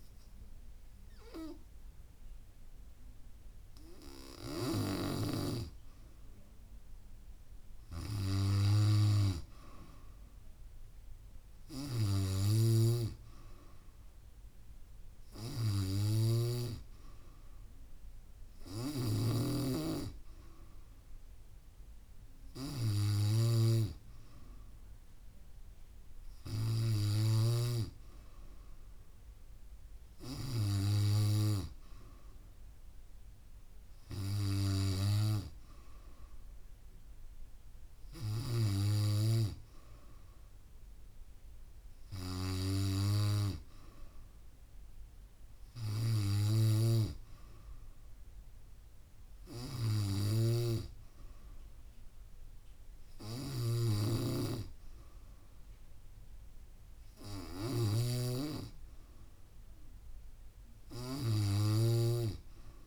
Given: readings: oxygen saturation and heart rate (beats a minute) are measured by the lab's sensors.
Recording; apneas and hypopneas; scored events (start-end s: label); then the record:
breathing in sleep by a room microphone; none
12.50-19.50 s: snoring (device-marked)
53.50-62.87 s: snoring (device-marked)
From the record:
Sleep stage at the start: N3 (deep sleep); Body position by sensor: on the back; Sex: female